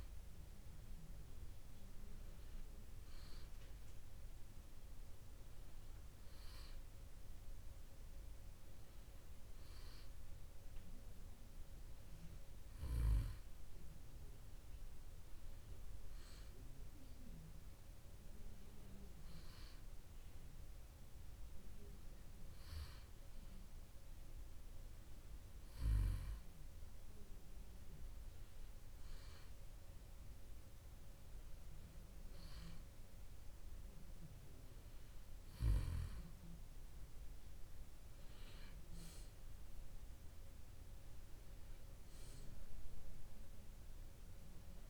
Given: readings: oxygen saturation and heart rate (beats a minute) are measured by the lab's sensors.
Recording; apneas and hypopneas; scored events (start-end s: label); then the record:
breathing in sleep, hard to hear, by a room microphone; none
none scored
From the record:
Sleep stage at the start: N2 (light sleep); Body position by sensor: on the back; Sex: male